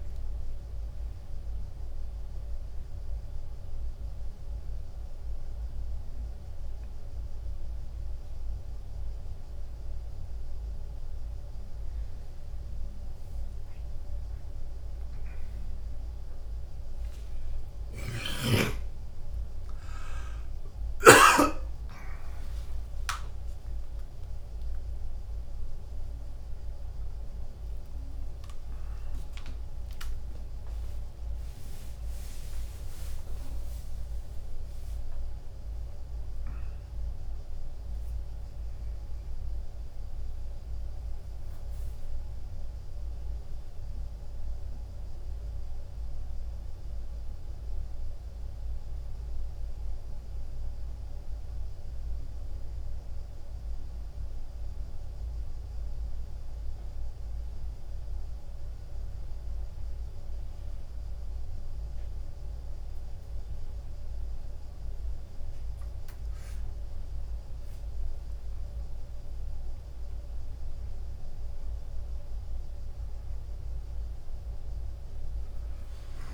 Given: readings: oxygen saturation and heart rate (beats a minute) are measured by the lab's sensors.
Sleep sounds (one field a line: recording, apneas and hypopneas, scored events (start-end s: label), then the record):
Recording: a person awake in a sleep study, hard to hear, by a room microphone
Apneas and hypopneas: none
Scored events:
12.50-22.50 s: drop in pulse transit time (device-marked, heart rate 97 before, 96 extreme)
13.50-45.50 s: tachycardia (device-marked, heart rate 97 before, 105 extreme)
34.50-45.50 s: drop in pulse transit time (device-marked, heart rate 103 before, 101 extreme)
69.50-72.50 s: tachycardia (device-marked, heart rate 97 before, 100 extreme)
From the record:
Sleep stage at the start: awake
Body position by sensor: on the right side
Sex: male